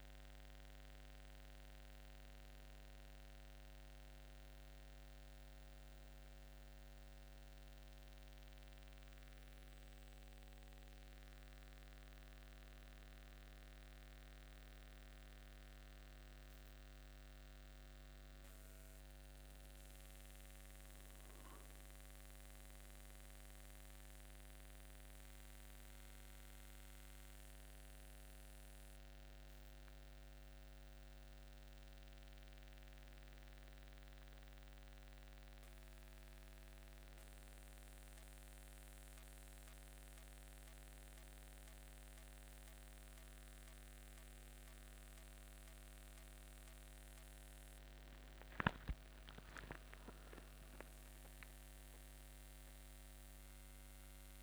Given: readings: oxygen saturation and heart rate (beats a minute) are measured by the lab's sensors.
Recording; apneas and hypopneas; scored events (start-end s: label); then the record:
breathing in sleep, hard to hear, by a microphone on the trachea; none
26.50-28.50 s: long interval between heartbeats (device-marked, heart rate 80 before, 80 extreme)
46.50-49.50 s: arousal
From the record:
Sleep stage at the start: N2 (light sleep); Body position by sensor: upright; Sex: male